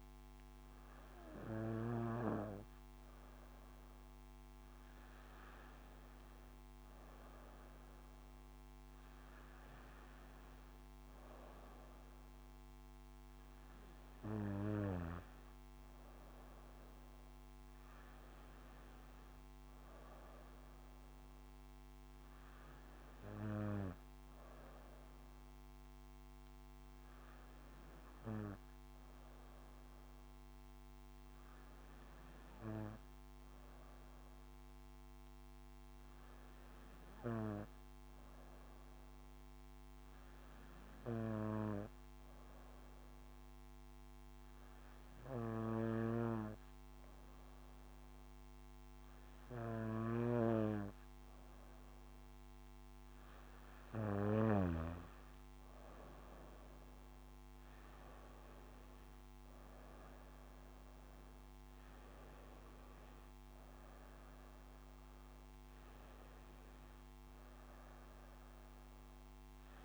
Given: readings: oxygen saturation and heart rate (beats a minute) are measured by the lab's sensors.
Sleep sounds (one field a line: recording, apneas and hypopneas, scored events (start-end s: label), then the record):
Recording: breathing in sleep by a microphone on the trachea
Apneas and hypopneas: none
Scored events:
57.00-62.00 s: arousal
From the record:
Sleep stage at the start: N2 (light sleep)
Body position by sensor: on the back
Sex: female